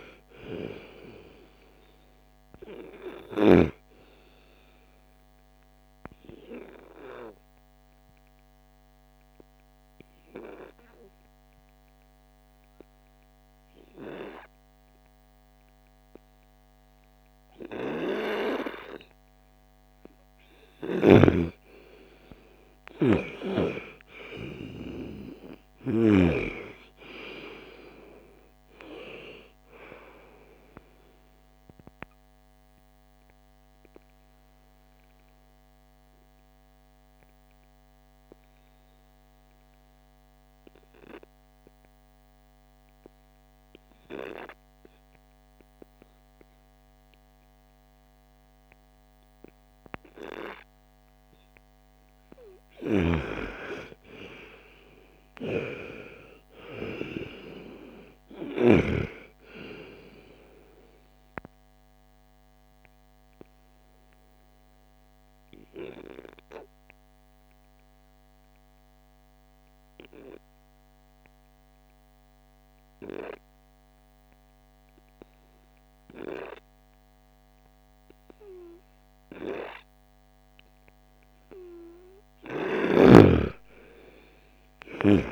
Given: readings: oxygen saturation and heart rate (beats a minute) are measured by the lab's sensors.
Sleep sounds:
breathing in sleep by a microphone on the trachea; 3
6.00-19.50 s: obstructive apnea (oxygen 98% before, 86% lowest, heart rate 55 before, 45 extreme, up 19 after)
7.00-17.00 s: oxygen desaturation (device-marked, oxygen 98% before, 92% lowest, heart rate 55 before, 45 extreme)
21.00-25.50 s: arousal
26.00-41.00 s: oxygen desaturation (device-marked, oxygen 97% before, 88% lowest, heart rate 56 before, 40 extreme)
34.50-51.50 s: obstructive apnea (oxygen 97% before, 86% lowest, heart rate 58 before, 40 extreme, up 58 after)
53.00-57.00 s: arousal
58.00-74.00 s: oxygen desaturation (device-marked, oxygen 98% before, 86% lowest, heart rate 60 before, 57 extreme)
63.50-79.50 s: obstructive apnea (oxygen 98% before, 86% lowest, heart rate 67 before, 57 extreme, up 24 after)
81.00-84.50 s: arousal
From the record:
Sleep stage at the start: N2 (light sleep); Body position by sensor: on the front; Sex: female

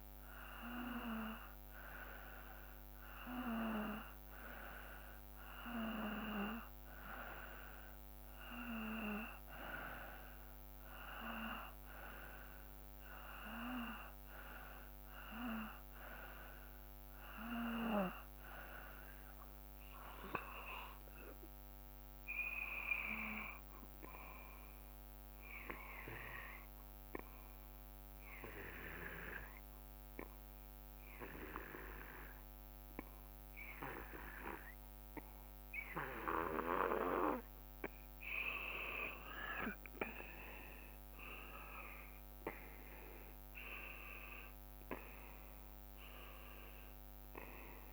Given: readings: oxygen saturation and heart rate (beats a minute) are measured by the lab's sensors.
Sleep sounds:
breathing in sleep by a microphone on the trachea; 1
24.50-38.00 s: obstructive apnea (oxygen 95% before, 89% lowest, heart rate 58 before, 55 extreme, up 7 after)
41.50-45.00 s: arousal
43.50-47.93 s: oxygen desaturation (device-marked, oxygen 94% before, 89% lowest, heart rate 59 before, 54 extreme)
From the record:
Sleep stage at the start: N2 (light sleep); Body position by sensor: on the back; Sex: male

